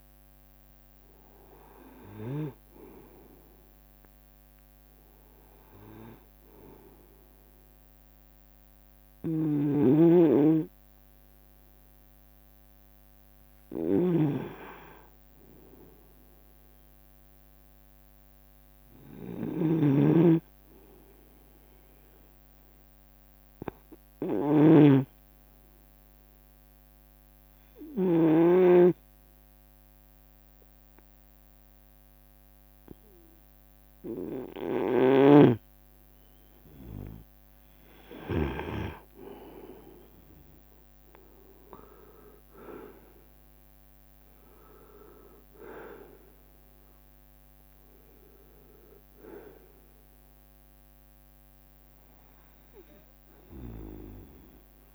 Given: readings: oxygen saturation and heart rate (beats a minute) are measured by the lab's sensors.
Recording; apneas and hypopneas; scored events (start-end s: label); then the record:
breathing in sleep by a microphone on the trachea; 1
0.00-3.00 s: snoring (device-marked)
9.50-29.00 s: snoring (device-marked)
14.50-19.00 s: arousal
23.00-37.00 s: obstructive apnea (oxygen 96% before, 91% lowest, heart rate 74 before, 69 extreme, up 3 after)
35.50-39.00 s: snoring (device-marked)
37.00-45.00 s: leg movement (device-marked)
40.00-45.00 s: arousal
43.50-54.95 s: oxygen desaturation (device-marked, oxygen 95% before, 91% lowest, heart rate 75 before, 69 extreme)
From the record:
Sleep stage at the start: N2 (light sleep); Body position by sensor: on the right side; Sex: male